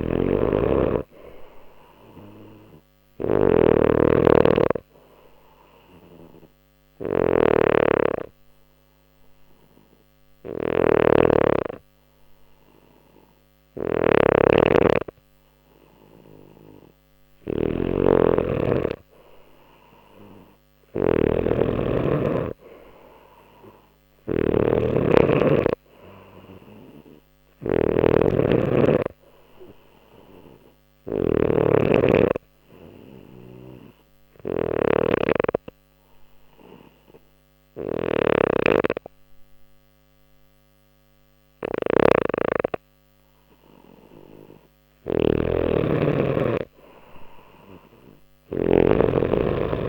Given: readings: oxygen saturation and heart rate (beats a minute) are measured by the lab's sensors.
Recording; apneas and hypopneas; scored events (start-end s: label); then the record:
breathing in sleep by a microphone on the trachea; 2
0.00-48.50 s: snoring (device-marked)
5.00-18.00 s: hypopnea (oxygen 98% before, 91% lowest, heart rate 61 before, 59 extreme, up 1 after)
9.00-20.00 s: oxygen desaturation (device-marked, oxygen 98% before, 93% lowest, heart rate 61 before, 59 extreme)
20.50-25.00 s: arousal
29.00-48.00 s: oxygen desaturation (device-marked, oxygen 95% before, 92% lowest, heart rate 60 before, 60 extreme)
33.50-44.00 s: obstructive apnea (oxygen 97% before, 91% lowest, heart rate 60 before, 60 extreme, up 0 after)
47.00-49.89 s: arousal
From the record:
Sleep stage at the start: N2 (light sleep); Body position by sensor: on the back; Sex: male